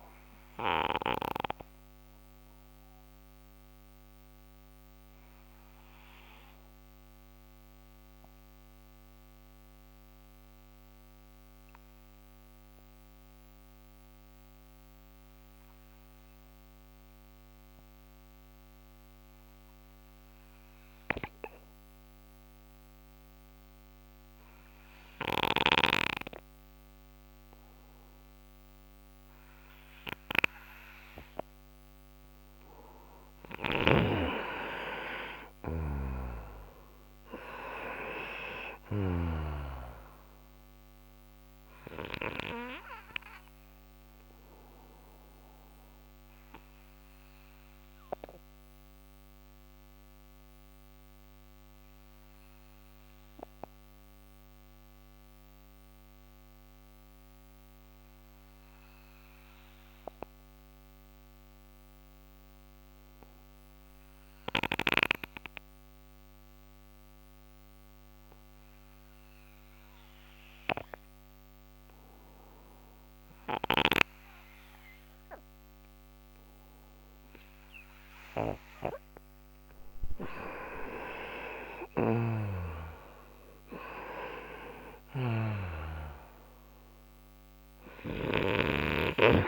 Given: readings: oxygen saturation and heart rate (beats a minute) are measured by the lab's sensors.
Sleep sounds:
breathing in sleep by a microphone on the trachea; 2
0.00-10.50 s: oxygen desaturation (device-marked, oxygen 91% lowest, heart rate 57 extreme)
6.50-20.50 s: obstructive apnea (oxygen 95% before, 90% lowest, heart rate 63 before, 61 extreme, up 4 after)
27.50-32.00 s: arousal
31.50-65.50 s: oxygen desaturation (device-marked, oxygen 97% before, 90% lowest, heart rate 64 before, 56 extreme)
33.00-39.00 s: snoring (device-marked)
44.00-78.00 s: obstructive apnea (oxygen 98% before, 86% lowest, heart rate 67 before, 56 extreme, up 25 after)
80.00-84.50 s: arousal
81.50-88.00 s: snoring (device-marked)
81.50-89.48 s: oxygen desaturation (device-marked, oxygen 96% before, 86% lowest, heart rate 65 before, 57 extreme)
From the record:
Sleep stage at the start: N2 (light sleep); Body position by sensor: on the right side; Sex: male

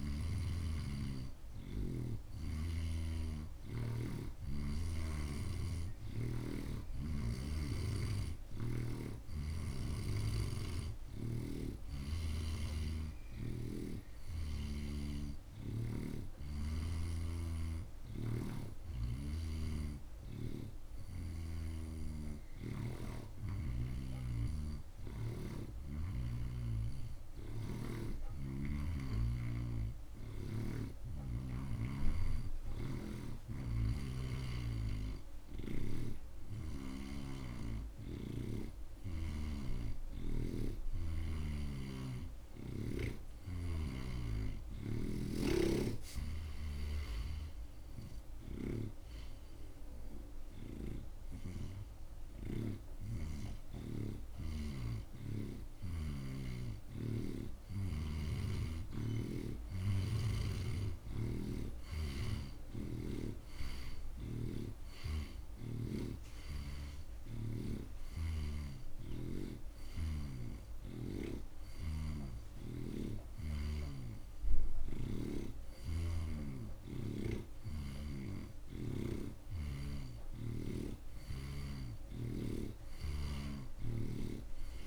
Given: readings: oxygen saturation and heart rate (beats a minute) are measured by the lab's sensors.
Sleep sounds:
breathing in sleep by a room microphone; none
17.50-21.00 s: snoring (device-marked)
45.50-56.00 s: snoring (device-marked)
63.00-66.50 s: snoring (device-marked)
78.50-82.00 s: snoring (device-marked)
From the record:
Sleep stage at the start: N2 (light sleep); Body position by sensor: on the right side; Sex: male

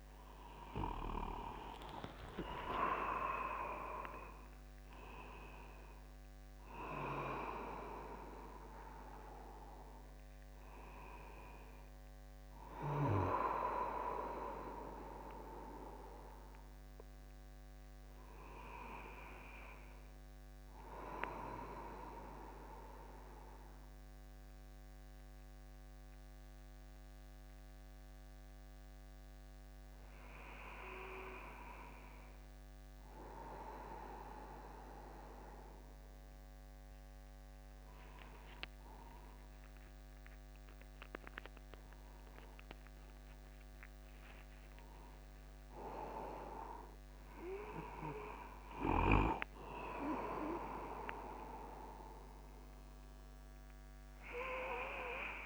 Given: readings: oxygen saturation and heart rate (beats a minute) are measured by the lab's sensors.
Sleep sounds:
breathing in sleep by a microphone on the trachea; none
0.00-3.00 s: arousal
3.00-5.00 s: long interval between heartbeats (device-marked, heart rate 51 before, 76 extreme)
15.50-55.46 s: new sleep stage, N1 (lightest sleep)
38.50-40.50 s: long interval between heartbeats (device-marked, heart rate 51 before, 67 extreme)
39.50-44.50 s: arousal
44.00-46.00 s: long interval between heartbeats (device-marked, heart rate 55 before, 63 extreme)
50.00-52.00 s: long interval between heartbeats (device-marked, heart rate 60 before, 78 extreme)
From the record:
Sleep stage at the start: N2 (light sleep); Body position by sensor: upright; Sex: male

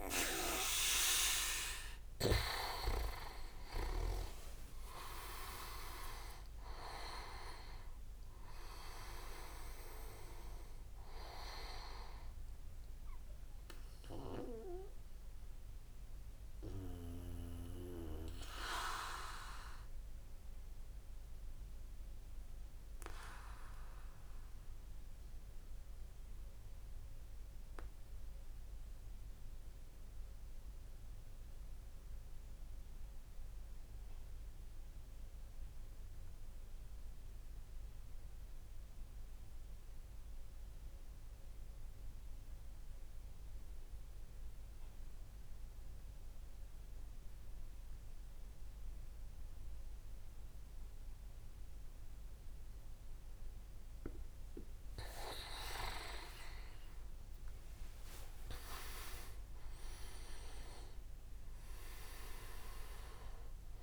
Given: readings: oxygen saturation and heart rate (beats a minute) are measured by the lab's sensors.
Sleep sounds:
breathing in sleep by a room microphone; 1
0.00-4.00 s: arousal
0.00-4.00 s: snoring (device-marked)
4.00-23.00 s: oxygen desaturation (device-marked, oxygen 95% before, 91% lowest, heart rate 75 before, 55 extreme)
4.50-6.50 s: leg movement (device-marked)
15.00-53.00 s: obstructive apnea (oxygen 96% before, 91% lowest, heart rate 70 before, 57 extreme, up 43 after)
52.00-54.00 s: tachycardia (device-marked, heart rate 56 before, 82 extreme)
55.00-58.50 s: arousal
55.50-60.00 s: leg movement (device-marked)
From the record:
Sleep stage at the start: REM sleep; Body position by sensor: on the back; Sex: male

